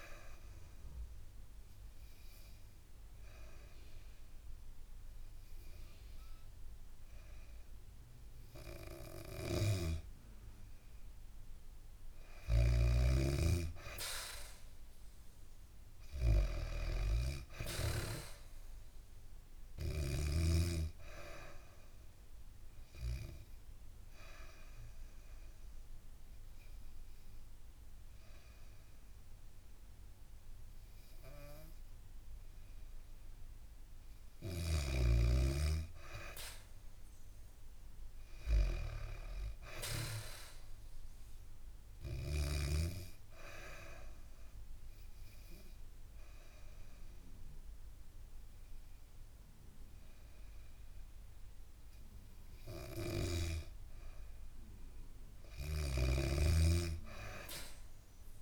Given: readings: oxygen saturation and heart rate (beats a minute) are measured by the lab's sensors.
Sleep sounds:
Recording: breathing in sleep by a room microphone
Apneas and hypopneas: 3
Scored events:
0.00-10.00 s: oxygen desaturation (device-marked, oxygen 92% lowest, heart rate 65 extreme)
0.50-10.50 s: obstructive apnea (oxygen 96% before, 91% lowest, heart rate 71 before, 65 extreme, up 2 after)
9.00-20.00 s: snoring (device-marked)
12.50-15.50 s: arousal
20.00-32.00 s: oxygen desaturation (device-marked, oxygen 96% before, 91% lowest, heart rate 70 before, 65 extreme)
22.50-35.00 s: obstructive apnea (oxygen 96% before, 91% lowest, heart rate 70 before, 65 extreme, up 5 after)
36.50-39.00 s: arousal
40.00-54.00 s: oxygen desaturation (device-marked, oxygen 97% before, 93% lowest, heart rate 69 before, 65 extreme)
43.50-53.50 s: obstructive apnea (oxygen 97% before, 92% lowest, heart rate 68 before, 65 extreme, up 1 after)
55.50-58.42 s: snoring (device-marked)
56.50-58.42 s: arousal
From the record:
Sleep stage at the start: N2 (light sleep)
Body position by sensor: on the back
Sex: female

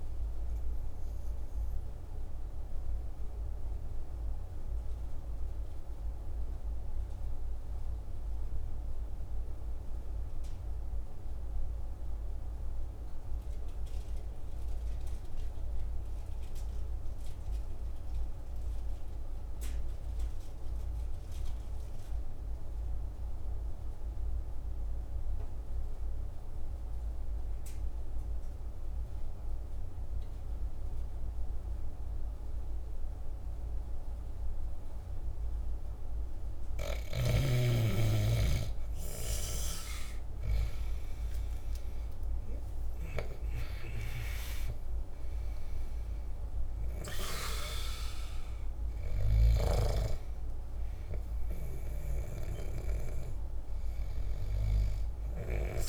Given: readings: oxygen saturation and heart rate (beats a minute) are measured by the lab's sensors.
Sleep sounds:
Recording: breathing in sleep by a room microphone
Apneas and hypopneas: 1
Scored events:
0.00-12.00 s: oxygen desaturation (device-marked, oxygen 77% lowest, heart rate 47 extreme)
1.00-36.00 s: obstructive apnea (oxygen 94% before, 77% lowest, heart rate 57 before, 46 extreme, up 12 after)
28.00-55.89 s: oxygen desaturation (device-marked, oxygen 99% before, 82% lowest, heart rate 48 before, 46 extreme)
39.00-43.50 s: arousal
From the record:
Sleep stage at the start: N2 (light sleep)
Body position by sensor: on the back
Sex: male

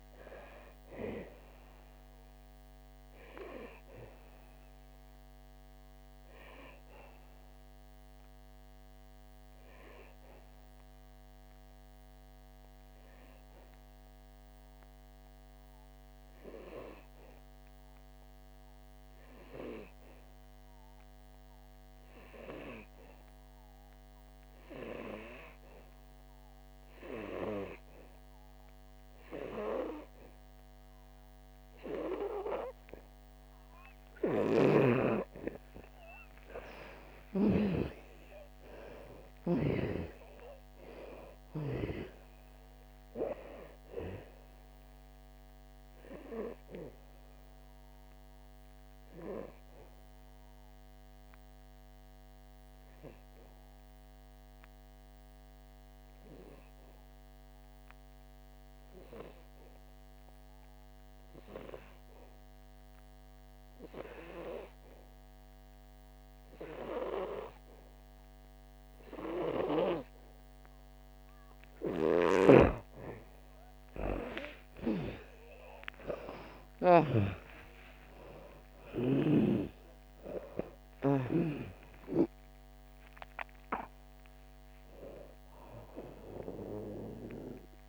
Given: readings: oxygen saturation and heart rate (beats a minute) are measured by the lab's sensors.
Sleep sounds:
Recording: breathing in sleep by a microphone on the trachea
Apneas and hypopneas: 2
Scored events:
0.00-19.00 s: oxygen desaturation (device-marked, oxygen 86% lowest, heart rate 55 extreme)
2.50-35.50 s: obstructive apnea (oxygen 98% before, 86% lowest, heart rate 67 before, 55 extreme, up 10 after)
34.00-68.00 s: oxygen desaturation (device-marked, oxygen 98% before, 87% lowest, heart rate 60 before, 55 extreme)
34.50-38.00 s: snoring (device-marked)
37.50-41.00 s: arousal
45.00-72.00 s: obstructive apnea (oxygen 98% before, 87% lowest, heart rate 65 before, 55 extreme, up 10 after)
72.50-81.50 s: snoring (device-marked)
75.50-81.50 s: arousal
80.00-87.89 s: oxygen desaturation (device-marked, oxygen 98% before, 87% lowest, heart rate 63 before, 54 extreme)
From the record:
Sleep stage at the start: N2 (light sleep)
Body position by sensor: on the back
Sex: female

